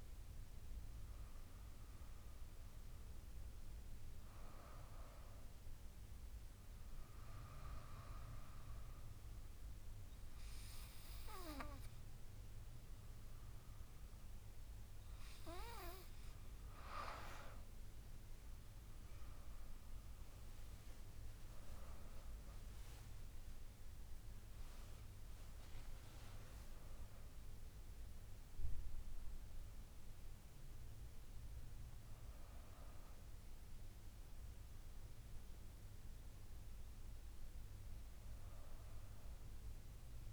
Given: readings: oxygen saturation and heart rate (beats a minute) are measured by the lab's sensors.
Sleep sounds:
breathing in sleep by a room microphone; 1
6.50-17.00 s: obstructive apnea (oxygen 97% before, 94% lowest, heart rate 84 before, 79 extreme, up 10 after)
22.00-25.50 s: arousal
22.00-33.00 s: drop in pulse transit time (device-marked, heart rate 82 before, 86 extreme)
From the record:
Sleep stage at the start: N2 (light sleep); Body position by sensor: on the back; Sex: female

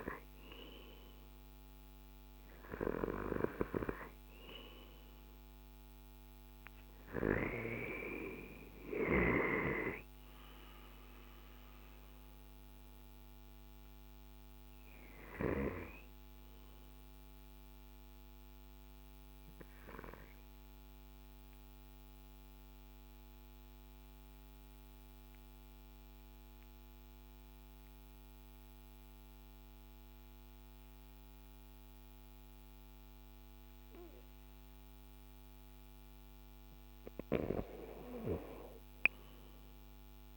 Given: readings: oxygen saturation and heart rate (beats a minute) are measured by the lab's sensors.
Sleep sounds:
breathing in sleep by a microphone on the trachea; 1
12.00-15.00 s: arousal
17.00-35.50 s: obstructive apnea (oxygen 94% before, 91% lowest, heart rate 53 before, 48 extreme, up 4 after)
37.50-40.37 s: arousal
From the record:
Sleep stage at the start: N2 (light sleep); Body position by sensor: on the left side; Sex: male

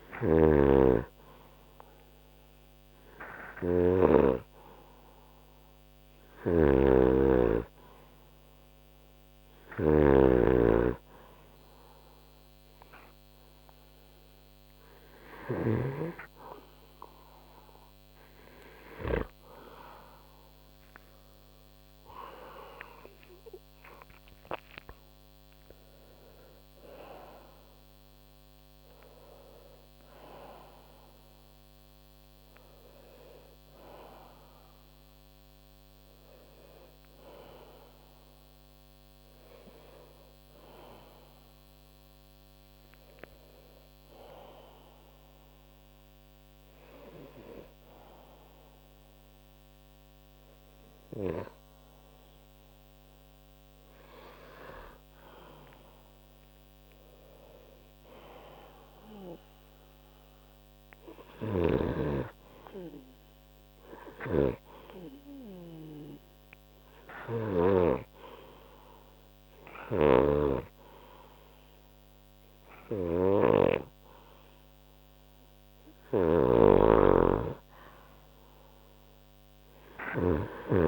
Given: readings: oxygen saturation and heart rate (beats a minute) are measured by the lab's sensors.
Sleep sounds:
breathing in sleep by a microphone on the trachea; 1
0.00-4.50 s: snoring (device-marked)
6.50-16.00 s: snoring (device-marked)
19.50-24.00 s: arousal
42.00-58.00 s: hypopnea (oxygen 94% before, 92% lowest, heart rate 76 before, 64 extreme, up 25 after)
60.50-64.00 s: arousal
61.50-68.00 s: snoring (device-marked)
70.00-74.00 s: snoring (device-marked)
76.00-80.88 s: snoring (device-marked)
From the record:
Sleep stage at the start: N2 (light sleep); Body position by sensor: on the right side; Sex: male

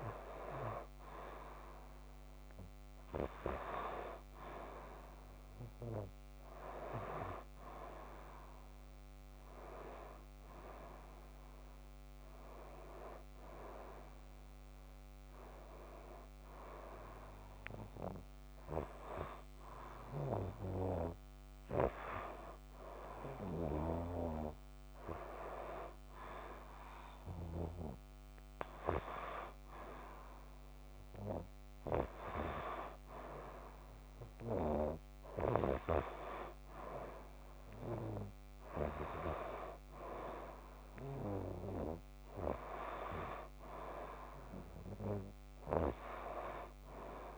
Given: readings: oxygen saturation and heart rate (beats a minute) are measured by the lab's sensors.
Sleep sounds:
breathing in sleep by a microphone on the trachea; none
none scored
From the record:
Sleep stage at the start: N2 (light sleep); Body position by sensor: on the back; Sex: female

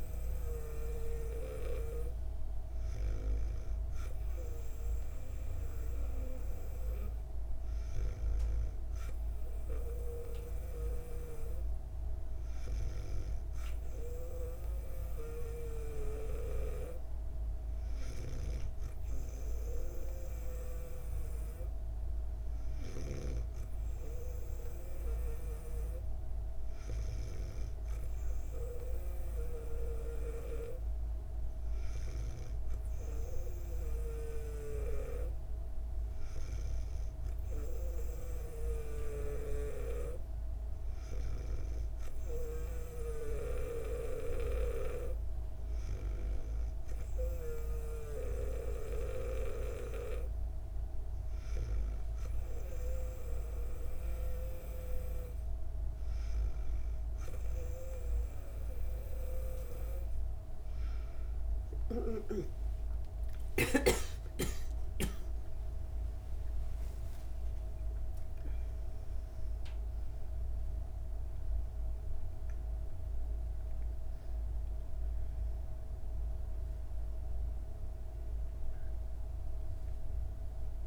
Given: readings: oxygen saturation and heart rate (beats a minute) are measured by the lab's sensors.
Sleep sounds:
a person partly awake in a sleep study, by a room microphone; none
22.50-29.00 s: snoring (device-marked)
52.50-80.87 s: new sleep stage, awake
From the record:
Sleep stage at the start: N2 (light sleep); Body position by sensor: on the back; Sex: female

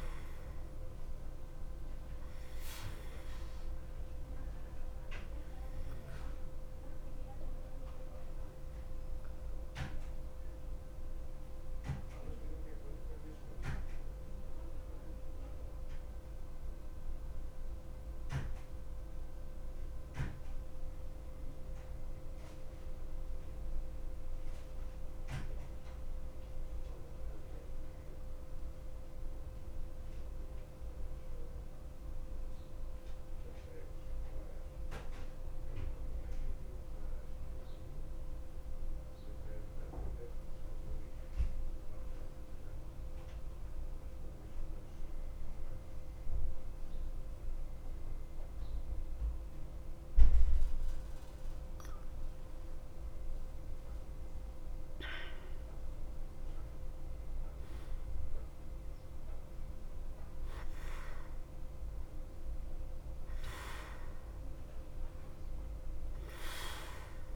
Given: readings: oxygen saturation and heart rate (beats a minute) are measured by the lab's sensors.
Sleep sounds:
breathing in sleep, hard to hear, by a room microphone; 1
0.00-27.50 s: oxygen desaturation (device-marked, oxygen 85% lowest, heart rate 52 extreme)
11.00-49.00 s: mixed apnea (oxygen 93% before, 85% lowest, heart rate 57 before, 52 extreme, up 1 after)
52.00-56.00 s: arousal
54.50-67.36 s: oxygen desaturation (device-marked, oxygen 97% before, 89% lowest, heart rate 53 before, 51 extreme)
From the record:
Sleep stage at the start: N2 (light sleep); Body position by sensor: on the back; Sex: male

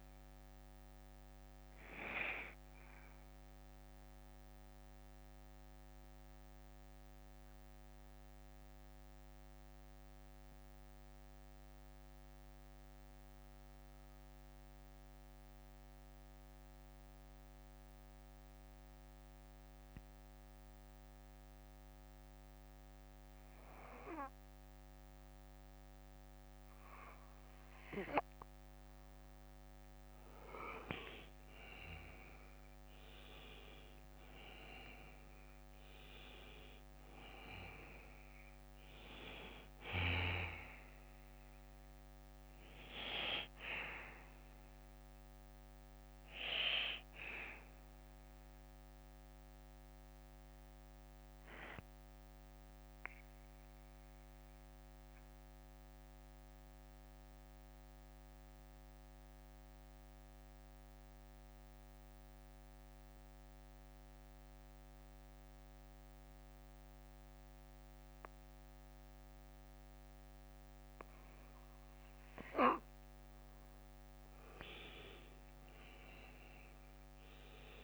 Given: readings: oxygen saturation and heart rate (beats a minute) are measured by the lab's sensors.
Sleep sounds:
breathing in sleep by a microphone on the trachea; 2
0.00-5.50 s: oxygen desaturation (device-marked, oxygen 92% lowest, heart rate 48 extreme)
0.00-13.50 s: bradycardia (device-marked, heart rate 48 extreme)
7.00-30.00 s: mixed apnea (oxygen 98% before, 90% lowest, heart rate 60 before, 51 extreme, up 11 after)
21.50-25.50 s: bradycardia (device-marked, heart rate 59 before, 56 extreme)
31.50-35.50 s: arousal
38.50-40.50 s: bradycardia (device-marked, heart rate 59 before, 64 extreme)
42.50-53.50 s: bradycardia (device-marked, heart rate 59 before, 51 extreme)
50.00-73.50 s: mixed apnea (oxygen 98% before, 90% lowest, heart rate 61 before, 47 extreme, up 13 after)
53.50-67.50 s: oxygen desaturation (device-marked, oxygen 95% before, 90% lowest, heart rate 59 before, 51 extreme)
56.50-58.50 s: bradycardia (device-marked, heart rate 59 before, 61 extreme)
59.50-69.50 s: bradycardia (device-marked, heart rate 59 before, 51 extreme)
From the record:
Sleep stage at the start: N2 (light sleep); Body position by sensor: on the back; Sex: male

